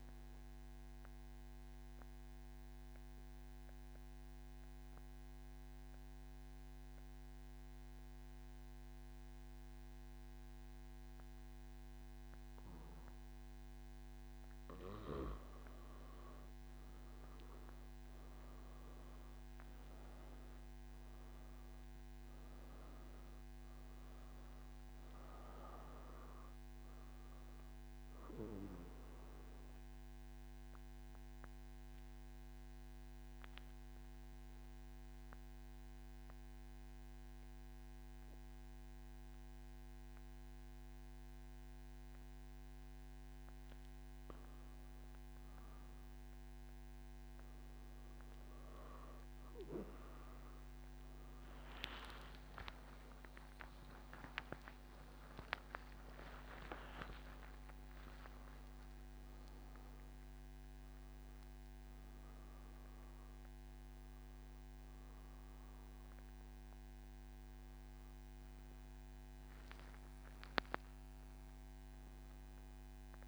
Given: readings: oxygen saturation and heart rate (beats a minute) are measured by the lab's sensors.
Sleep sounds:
breathing in sleep by a microphone on the trachea; 2
0.50-13.50 s: central apnea (oxygen 96% before, 92% lowest, heart rate 126 before, 118 extreme, up 12 after)
25.00-46.00 s: oxygen desaturation (device-marked, oxygen 96% before, 92% lowest, heart rate 122 before, 79 extreme)
29.50-44.00 s: central apnea (oxygen 96% before, 92% lowest, heart rate 122 before, 79 extreme, up 0 after)
From the record:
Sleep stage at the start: N2 (light sleep); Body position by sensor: on the back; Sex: male

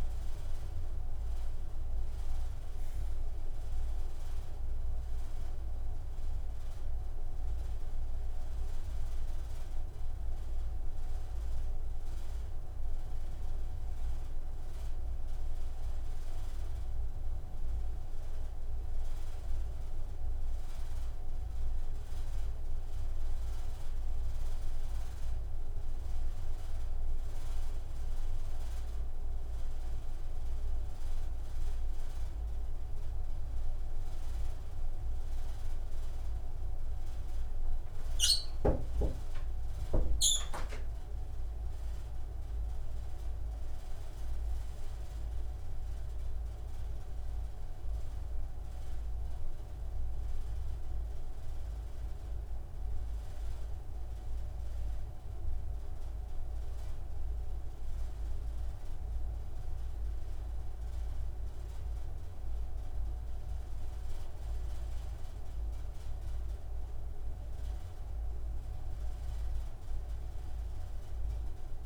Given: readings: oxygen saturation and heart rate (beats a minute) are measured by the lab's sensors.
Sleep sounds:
breathing in sleep, hard to hear, by a room microphone; none
none scored
From the record:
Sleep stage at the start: N2 (light sleep); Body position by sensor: on the right side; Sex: male

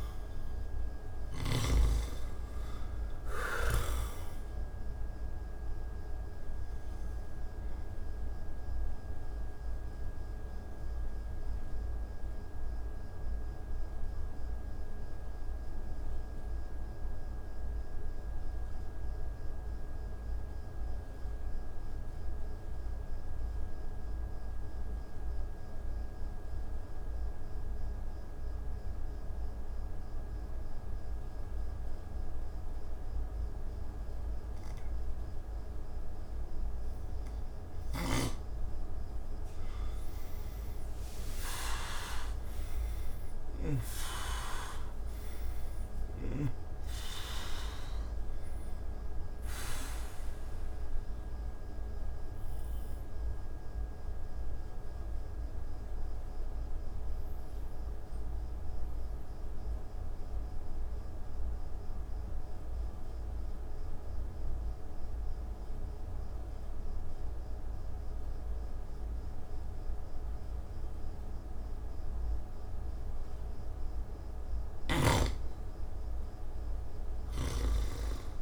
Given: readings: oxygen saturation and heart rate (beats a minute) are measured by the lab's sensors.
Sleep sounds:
breathing in sleep by a room microphone; 2
0.00-2.00 s: arousal
0.00-29.50 s: oxygen desaturation (device-marked, oxygen 85% lowest)
8.50-39.00 s: obstructive apnea (oxygen 99% before, 83% lowest)
37.50-43.50 s: snoring (device-marked)
38.50-71.50 s: oxygen desaturation (device-marked, oxygen 98% before, 83% lowest)
41.00-46.00 s: arousal
51.00-73.50 s: obstructive apnea (oxygen 98% before, 83% lowest)
76.00-78.42 s: arousal
76.50-78.42 s: snoring (device-marked)
From the record:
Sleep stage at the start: N2 (light sleep); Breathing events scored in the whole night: 562 in 5.9 hours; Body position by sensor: on the back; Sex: male

